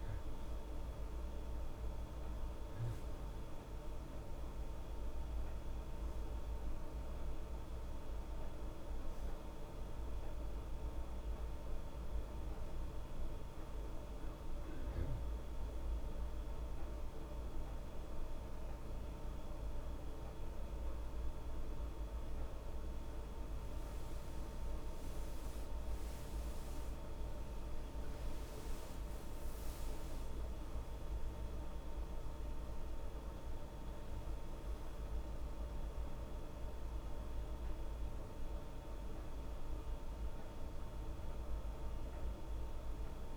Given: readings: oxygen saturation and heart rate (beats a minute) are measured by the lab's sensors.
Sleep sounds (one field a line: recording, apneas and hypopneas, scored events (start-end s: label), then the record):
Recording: breathing in sleep, hard to hear, by a room microphone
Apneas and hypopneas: none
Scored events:
26.00-30.50 s: arousal
From the record:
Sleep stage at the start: N2 (light sleep)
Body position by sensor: on the back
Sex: female